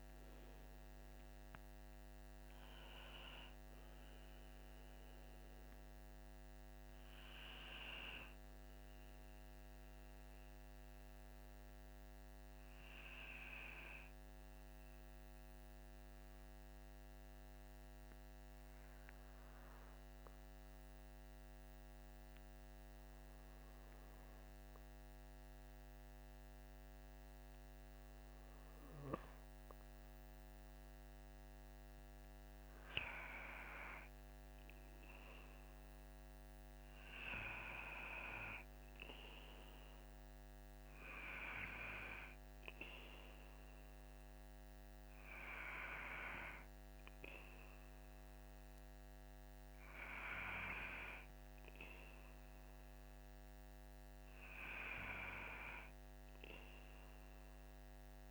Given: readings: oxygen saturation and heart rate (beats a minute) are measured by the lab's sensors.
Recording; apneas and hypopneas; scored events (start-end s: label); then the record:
breathing in sleep by a microphone on the trachea; 1
7.50-29.50 s: hypopnea (oxygen 98% before, 96% lowest, heart rate 57 before, 50 extreme, up 5 after)
31.50-35.50 s: arousal
From the record:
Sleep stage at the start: N2 (light sleep); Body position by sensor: on the back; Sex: male